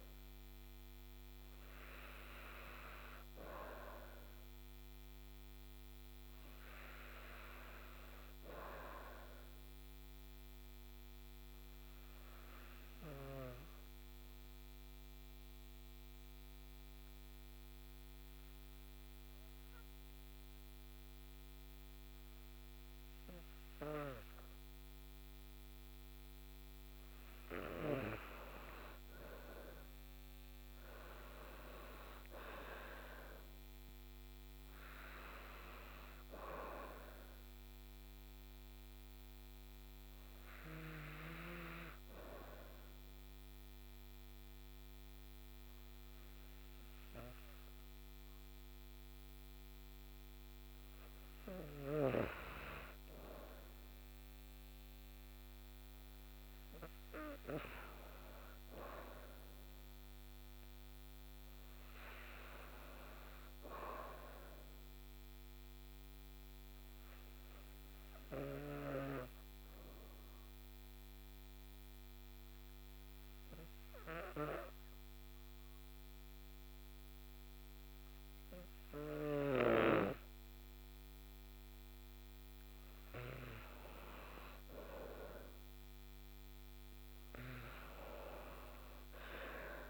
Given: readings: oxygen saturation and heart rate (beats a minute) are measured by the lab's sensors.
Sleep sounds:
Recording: breathing in sleep by a microphone on the trachea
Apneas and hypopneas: 3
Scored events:
4.00-22.00 s: oxygen desaturation (device-marked, oxygen 98% before, 93% lowest, heart rate 80 before, 48 extreme)
9.50-26.50 s: obstructive apnea (oxygen 99% before, 90% lowest, heart rate 69 before, 48 extreme, up 11 after)
30.50-34.00 s: arousal
39.50-50.50 s: hypopnea (oxygen 98% before, 90% lowest, heart rate 77 before, 57 extreme, up 34 after)
44.00-59.00 s: oxygen desaturation (device-marked, oxygen 98% before, 90% lowest, heart rate 71 before, 50 extreme)
54.00-57.50 s: arousal
66.00-80.00 s: obstructive apnea (oxygen 99% before, 91% lowest, heart rate 82 before, 50 extreme)
82.00-85.50 s: arousal
From the record:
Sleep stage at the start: N2 (light sleep)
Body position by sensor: on the back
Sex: female

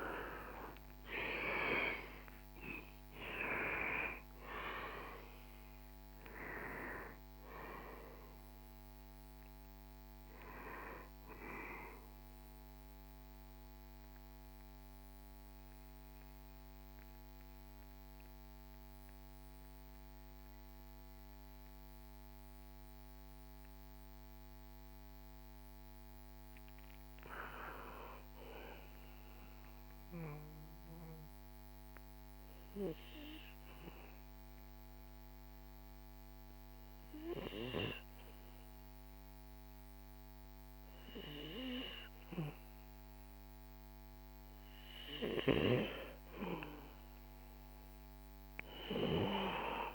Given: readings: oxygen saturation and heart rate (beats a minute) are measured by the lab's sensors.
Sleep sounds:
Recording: breathing in sleep by a microphone on the trachea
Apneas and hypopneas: 1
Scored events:
0.00-1.50 s: arousal
0.00-29.50 s: oxygen desaturation (device-marked, oxygen 79% lowest, heart rate 57 extreme)
13.50-45.50 s: mixed apnea (oxygen 94% before, 79% lowest, heart rate 73 before, 61 extreme, up 3 after)
48.00-49.94 s: arousal
From the record:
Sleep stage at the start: REM sleep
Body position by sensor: on the back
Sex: male

